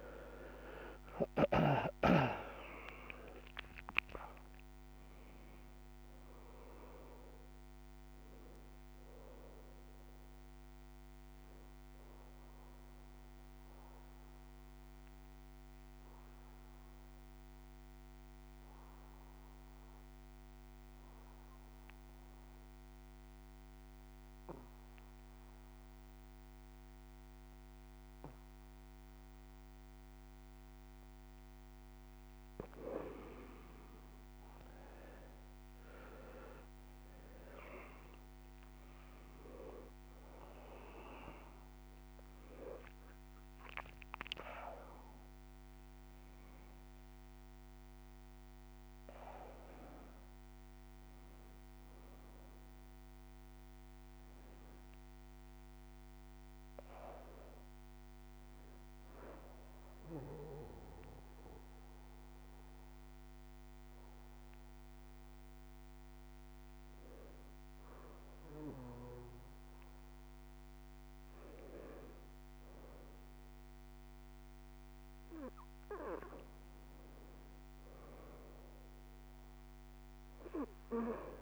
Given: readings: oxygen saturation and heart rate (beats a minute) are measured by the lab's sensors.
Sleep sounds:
breathing in sleep by a microphone on the trachea; 2
0.00-4.50 s: arousal
0.00-24.50 s: oxygen desaturation (device-marked, oxygen 85% lowest, heart rate 78 extreme)
12.00-32.00 s: obstructive apnea (oxygen 98% before, 85% lowest, heart rate 101 before, 78 extreme, up 30 after)
36.50-54.50 s: oxygen desaturation (device-marked, oxygen 100% before, 85% lowest, heart rate 102 before, 86 extreme)
37.50-42.50 s: arousal
59.00-69.00 s: hypopnea (oxygen 100% before, 91% lowest, heart rate 127 before, 98 extreme, up 40 after)
71.00-74.50 s: arousal
From the record:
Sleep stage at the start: N2 (light sleep); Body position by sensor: on the right side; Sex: male

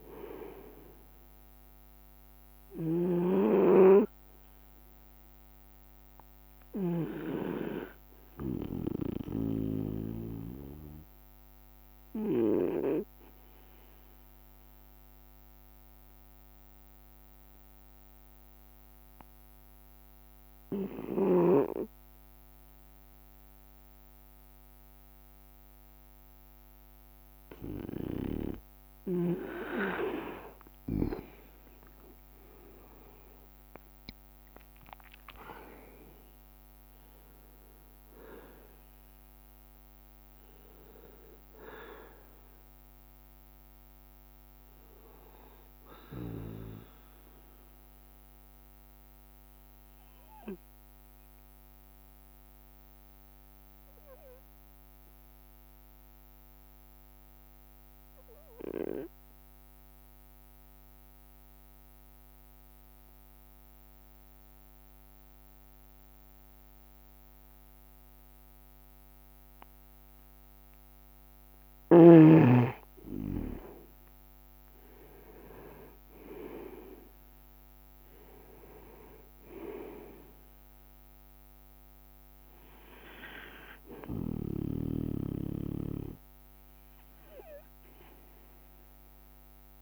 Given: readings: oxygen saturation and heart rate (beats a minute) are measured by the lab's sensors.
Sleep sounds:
breathing in sleep by a microphone on the trachea; 2
0.00-9.00 s: drop in pulse transit time (device-marked, heart rate 67 extreme)
0.00-18.00 s: oxygen desaturation (device-marked, oxygen 91% lowest, heart rate 67 extreme)
3.00-7.50 s: snoring (device-marked)
3.50-7.50 s: leg movement (device-marked)
4.50-28.50 s: obstructive apnea (oxygen 96% before, 91% lowest, heart rate 67 before, 63 extreme, up 6 after)
28.50-29.50 s: leg movement (device-marked)
30.00-36.50 s: leg movement (device-marked)
31.00-35.50 s: arousal
31.00-43.00 s: drop in pulse transit time (device-marked, heart rate 68 before, 68 extreme)
36.00-58.00 s: oxygen desaturation (device-marked, oxygen 96% before, 91% lowest, heart rate 69 before, 63 extreme)
49.00-70.50 s: obstructive apnea (oxygen 96% before, 91% lowest, heart rate 69 before, 63 extreme, up 7 after)
73.00-78.50 s: arousal
73.50-80.50 s: leg movement (device-marked)
74.00-87.00 s: drop in pulse transit time (device-marked, heart rate 65 before, 65 extreme)
76.00-89.82 s: oxygen desaturation (device-marked, oxygen 97% before, 91% lowest, heart rate 65 before, 62 extreme)
From the record:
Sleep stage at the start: N2 (light sleep); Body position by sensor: on the right side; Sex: male

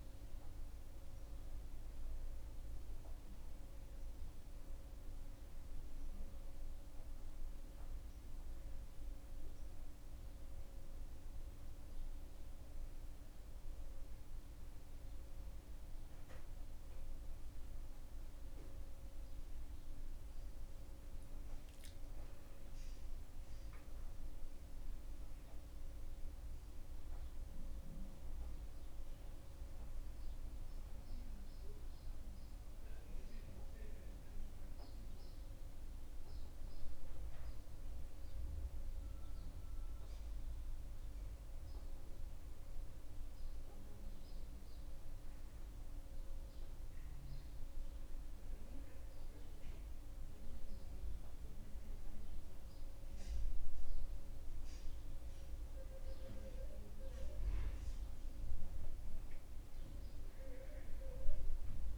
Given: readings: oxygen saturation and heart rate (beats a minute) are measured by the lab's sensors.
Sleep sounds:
breathing in sleep, hard to hear, by a room microphone; none
none scored
From the record:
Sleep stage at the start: N2 (light sleep); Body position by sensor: on the back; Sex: male

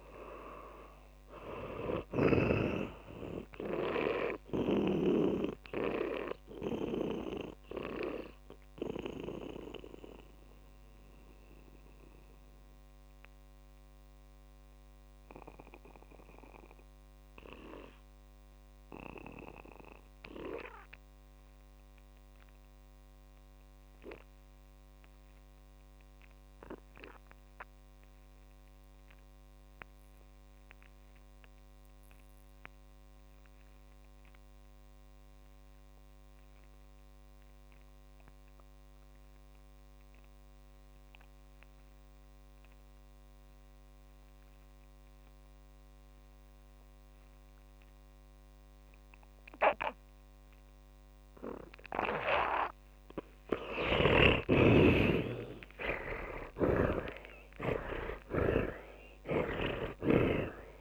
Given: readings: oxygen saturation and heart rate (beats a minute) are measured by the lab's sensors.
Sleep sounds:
breathing in sleep by a microphone on the trachea; 1
3.50-22.50 s: oxygen desaturation (device-marked, oxygen 99% before, 83% lowest)
7.50-54.00 s: mixed apnea (oxygen 100% before, 74% lowest)
35.50-60.81 s: oxygen desaturation (device-marked, oxygen 99% before, 74% lowest)
54.00-57.50 s: snoring (device-marked)
55.50-60.81 s: arousal
From the record:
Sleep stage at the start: N2 (light sleep); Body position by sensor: on the back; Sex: male

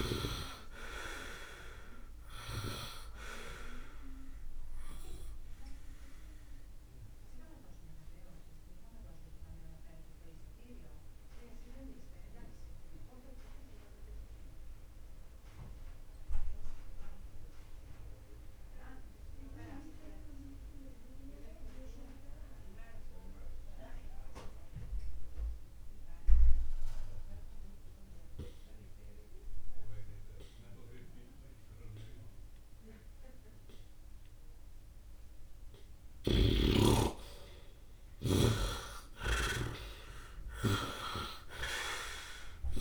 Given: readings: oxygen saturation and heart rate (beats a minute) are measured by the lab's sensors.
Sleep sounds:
breathing in sleep by a room microphone; 1
0.00-24.50 s: oxygen desaturation (device-marked, oxygen 66% lowest, heart rate 56 extreme)
4.50-35.50 s: obstructive apnea (oxygen 98% before, 66% lowest, heart rate 56 before, 56 extreme)
35.50-41.50 s: oxygen desaturation (device-marked, oxygen 99% before, 92% lowest, heart rate 67 before, 57 extreme)
36.00-42.81 s: snoring (device-marked)
38.00-42.81 s: arousal
From the record:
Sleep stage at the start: N2 (light sleep); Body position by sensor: on the right side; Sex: male

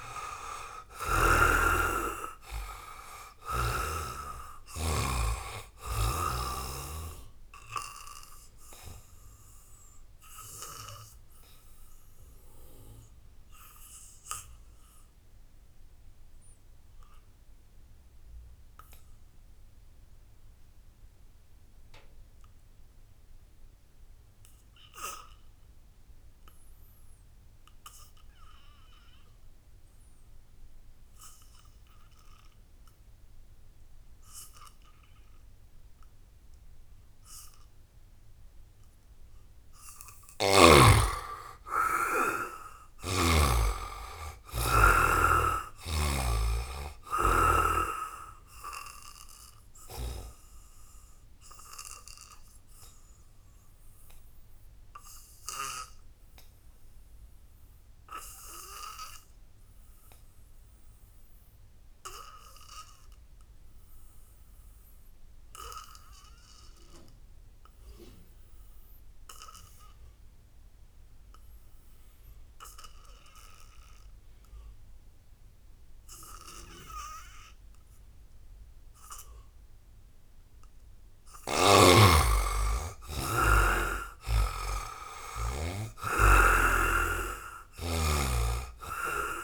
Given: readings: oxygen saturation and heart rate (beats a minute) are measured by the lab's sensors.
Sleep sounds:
breathing in sleep by a room microphone; 2
0.00-21.50 s: oxygen desaturation (device-marked, oxygen 71% lowest, heart rate 59 extreme)
1.00-4.50 s: snoring (device-marked)
7.00-38.50 s: obstructive apnea (oxygen 98% before, 71% lowest, heart rate 70 before, 72 extreme, up 4 after)
29.50-61.50 s: oxygen desaturation (device-marked, oxygen 99% before, 72% lowest, heart rate 80 before, 61 extreme)
40.50-44.00 s: arousal
48.50-79.50 s: obstructive apnea (oxygen 99% before, 71% lowest, heart rate 76 before, 61 extreme, up 7 after)
66.50-89.44 s: oxygen desaturation (device-marked, oxygen 98% before, 71% lowest, heart rate 80 before, 58 extreme)
81.00-85.00 s: arousal
From the record:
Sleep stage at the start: N2 (light sleep); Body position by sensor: on the back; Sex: male

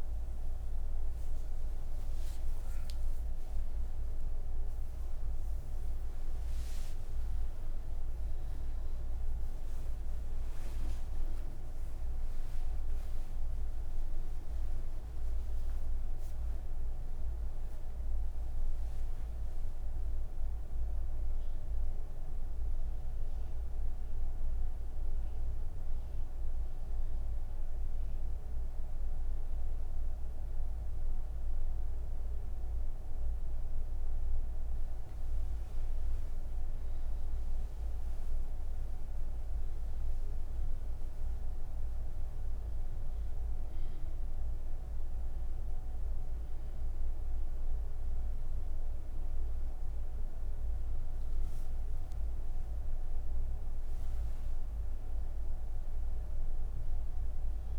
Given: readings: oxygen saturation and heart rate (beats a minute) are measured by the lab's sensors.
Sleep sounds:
breathing in sleep, hard to hear, by a room microphone; none
none scored
From the record:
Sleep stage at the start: N3 (deep sleep); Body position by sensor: on the right side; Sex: female

